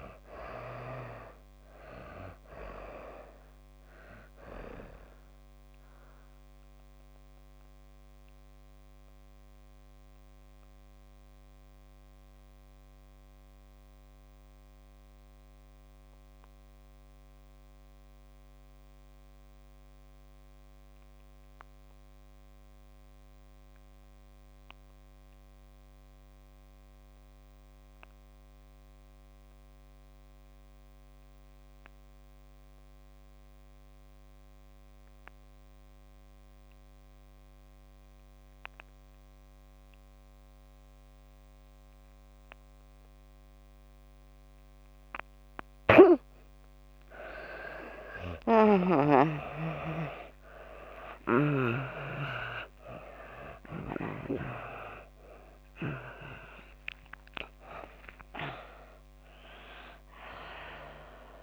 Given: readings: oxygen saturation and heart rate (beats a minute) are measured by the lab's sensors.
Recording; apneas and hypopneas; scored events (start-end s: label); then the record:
breathing in sleep by a microphone on the trachea; 1
0.00-24.50 s: oxygen desaturation (device-marked, oxygen 75% lowest, heart rate 100 extreme)
3.00-46.00 s: mixed apnea (oxygen 98% before, 68% lowest, heart rate 149 before, 100 extreme, up 41 after)
26.50-61.43 s: oxygen desaturation (device-marked, oxygen 98% before, 68% lowest, heart rate 136 before, 70 extreme)
48.00-51.50 s: arousal
From the record:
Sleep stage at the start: N2 (light sleep); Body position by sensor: on the back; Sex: female